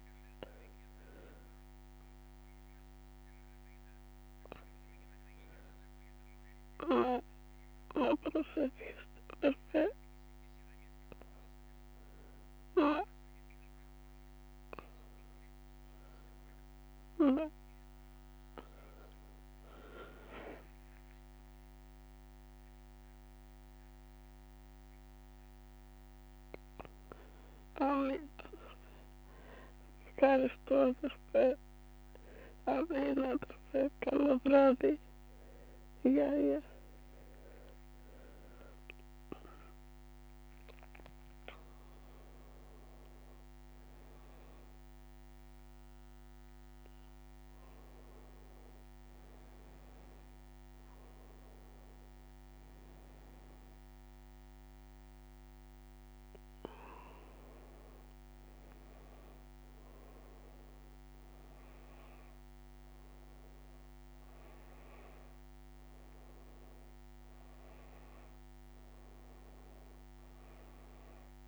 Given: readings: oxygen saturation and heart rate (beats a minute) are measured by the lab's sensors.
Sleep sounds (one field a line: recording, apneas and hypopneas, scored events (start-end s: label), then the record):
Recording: a person awake in a sleep study, by a microphone on the trachea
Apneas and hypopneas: none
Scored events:
none scored
From the record:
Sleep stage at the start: awake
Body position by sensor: on the back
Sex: female